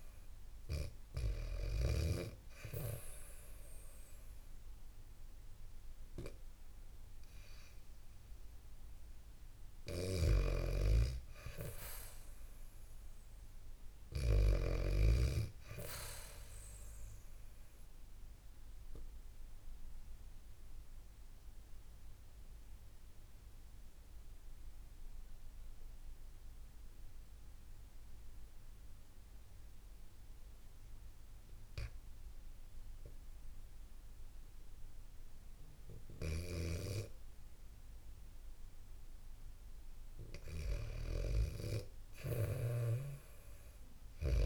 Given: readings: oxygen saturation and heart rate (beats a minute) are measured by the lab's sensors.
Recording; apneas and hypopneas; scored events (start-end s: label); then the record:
breathing in sleep by a room microphone; 1
0.00-1.50 s: arousal
9.50-15.00 s: snoring (device-marked)
16.50-38.00 s: obstructive apnea (oxygen 99% before, 89% lowest, heart rate 70 before, 64 extreme, up 4 after)
36.00-44.46 s: oxygen desaturation (device-marked, oxygen 97% before, 89% lowest, heart rate 69 before, 66 extreme)
38.00-41.50 s: arousal
From the record:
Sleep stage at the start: N2 (light sleep); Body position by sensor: on the back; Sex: female